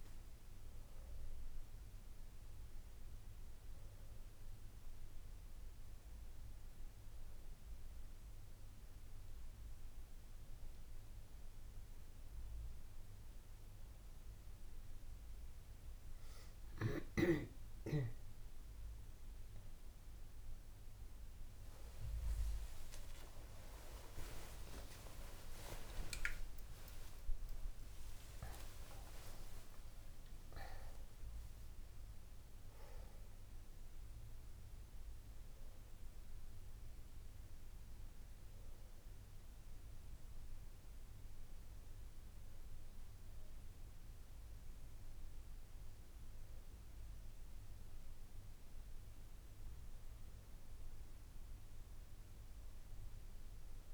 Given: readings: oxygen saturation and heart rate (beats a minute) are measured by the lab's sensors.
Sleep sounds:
a person awake in a sleep study, by a room microphone; none
15.00-45.00 s: new sleep stage, awake
45.00-53.94 s: new sleep stage, N1 (lightest sleep)
From the record:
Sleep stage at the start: N2 (light sleep); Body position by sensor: on the back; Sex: female

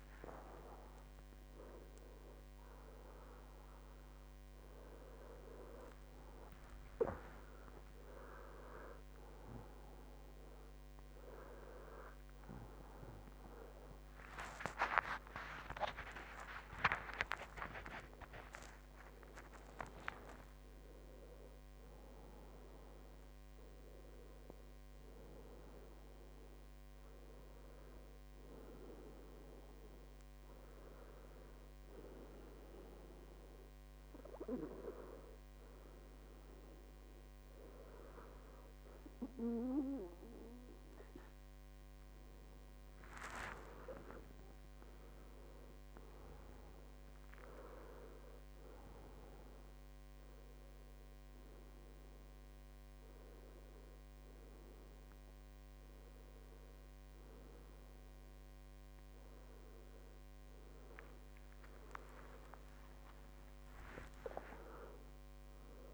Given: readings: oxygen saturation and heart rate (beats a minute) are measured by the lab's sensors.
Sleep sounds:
a person partly awake in a sleep study, by a microphone on the trachea; 1
7.00-65.94 s: new sleep stage, N1 (lightest sleep)
31.00-43.50 s: hypopnea (oxygen 99% before, 94% lowest, heart rate 74 before, 63 extreme, up 13 after)
44.50-48.00 s: arousal
From the record:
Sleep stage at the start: awake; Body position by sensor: on the back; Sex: male

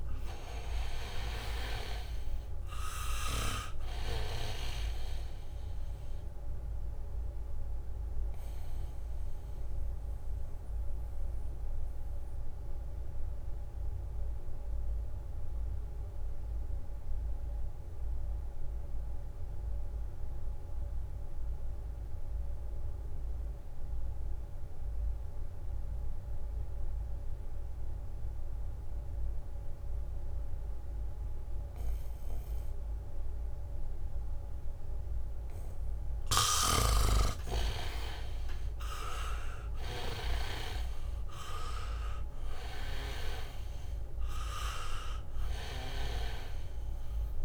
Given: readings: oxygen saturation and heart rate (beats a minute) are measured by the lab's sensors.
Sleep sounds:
breathing in sleep by a room microphone; 1
0.00-26.00 s: oxygen desaturation (device-marked, oxygen 80% lowest, heart rate 66 extreme)
9.00-35.00 s: mixed apnea (oxygen 98% before, 75% lowest, heart rate 71 before, 66 extreme, up 1 after)
34.00-47.45 s: oxygen desaturation (device-marked, oxygen 98% before, 75% lowest, heart rate 70 before, 62 extreme)
34.50-35.50 s: leg movement (device-marked)
36.50-43.50 s: leg movement (device-marked)
38.00-42.00 s: arousal
From the record:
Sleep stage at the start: N2 (light sleep); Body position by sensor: on the back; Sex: male

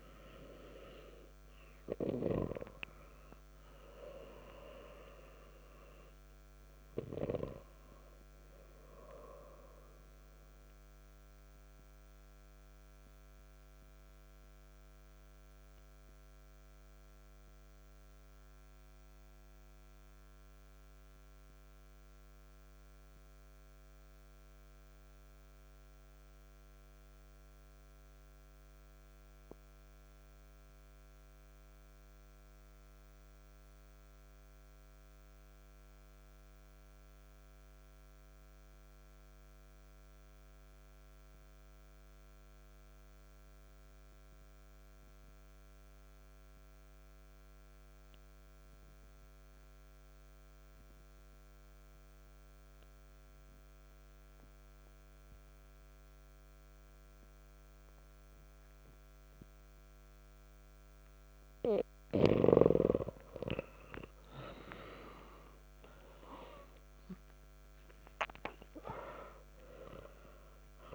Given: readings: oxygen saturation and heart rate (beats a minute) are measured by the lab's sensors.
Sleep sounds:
breathing in sleep by a microphone on the trachea; 1
0.00-17.00 s: oxygen desaturation (device-marked, oxygen 91% lowest, heart rate 58 extreme)
11.50-59.50 s: mixed apnea (oxygen 96% before, 89% lowest, heart rate 64 before, 58 extreme, up 2 after)
41.00-70.95 s: oxygen desaturation (device-marked, oxygen 97% before, 89% lowest, heart rate 59 before, 57 extreme)
62.00-67.50 s: arousal
From the record:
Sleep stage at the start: N2 (light sleep); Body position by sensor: on the back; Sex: male

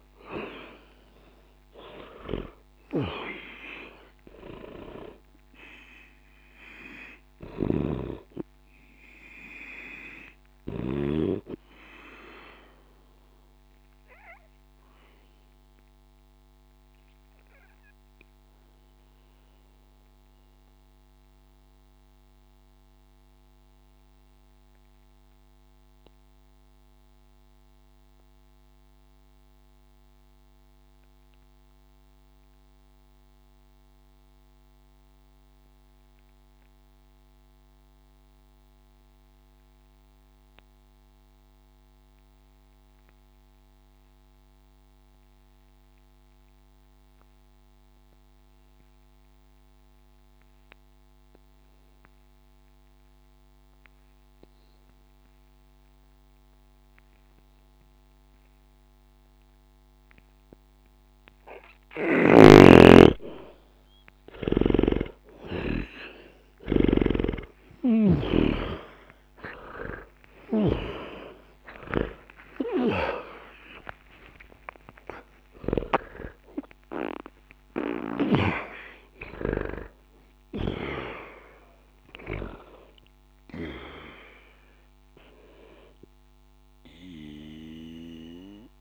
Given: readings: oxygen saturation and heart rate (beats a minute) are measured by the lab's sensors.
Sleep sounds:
breathing in sleep by a microphone on the trachea; 1
0.00-36.50 s: oxygen desaturation (device-marked, oxygen 76% lowest, heart rate 60 extreme)
7.50-11.00 s: snoring (device-marked)
12.50-61.50 s: obstructive apnea (oxygen 97% before, 76% lowest, heart rate 60 before, 60 extreme, up 0 after)
53.50-88.81 s: oxygen desaturation (device-marked, oxygen 99% before, 76% lowest, heart rate 60 before, 59 extreme)
64.50-68.50 s: snoring (device-marked)
67.50-72.00 s: arousal
From the record:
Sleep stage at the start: N2 (light sleep); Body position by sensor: on the back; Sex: male

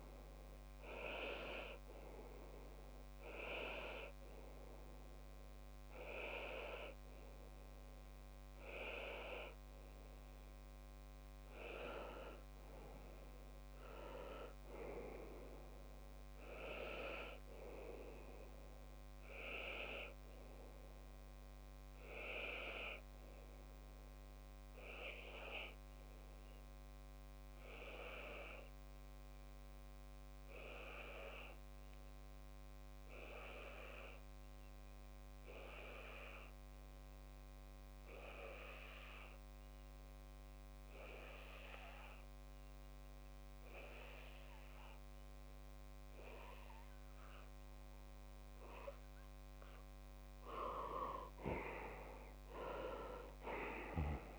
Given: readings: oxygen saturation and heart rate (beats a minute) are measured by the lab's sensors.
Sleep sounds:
breathing in sleep by a microphone on the trachea; 2
1.00-11.00 s: obstructive apnea (oxygen 98% before, 94% lowest)
12.50-16.50 s: arousal
22.00-50.00 s: obstructive apnea (oxygen 99% before, 94% lowest)
44.00-54.38 s: oxygen desaturation (device-marked, oxygen 98% before, 94% lowest)
52.50-54.38 s: arousal
From the record:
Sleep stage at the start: N2 (light sleep); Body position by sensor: on the left side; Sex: male

